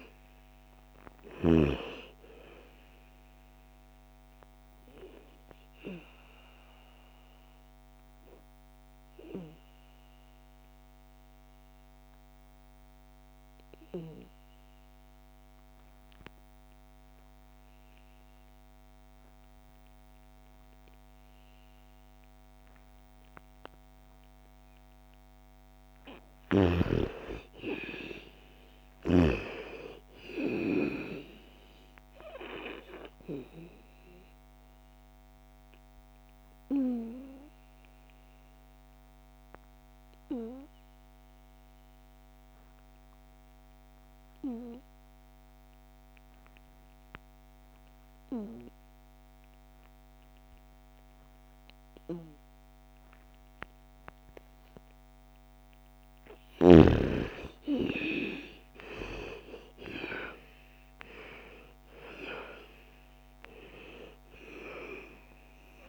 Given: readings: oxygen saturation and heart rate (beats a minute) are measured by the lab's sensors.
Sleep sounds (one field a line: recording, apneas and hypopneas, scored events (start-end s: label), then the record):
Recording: breathing in sleep by a microphone on the trachea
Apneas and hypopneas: 2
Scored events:
0.00-22.00 s: oxygen desaturation (device-marked, oxygen 87% lowest, heart rate 55 extreme)
4.00-24.00 s: obstructive apnea (oxygen 98% before, 85% lowest, heart rate 59 before, 55 extreme, up 6 after)
24.00-47.00 s: oxygen desaturation (device-marked, oxygen 98% before, 87% lowest, heart rate 58 before, 54 extreme)
26.50-30.50 s: arousal
34.00-55.00 s: obstructive apnea (oxygen 98% before, 84% lowest, heart rate 59 before, 54 extreme, up 15 after)
55.00-65.89 s: oxygen desaturation (device-marked, oxygen 98% before, 85% lowest, heart rate 57 before, 57 extreme)
56.50-59.50 s: arousal
From the record:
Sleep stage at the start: N2 (light sleep)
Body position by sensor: on the back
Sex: female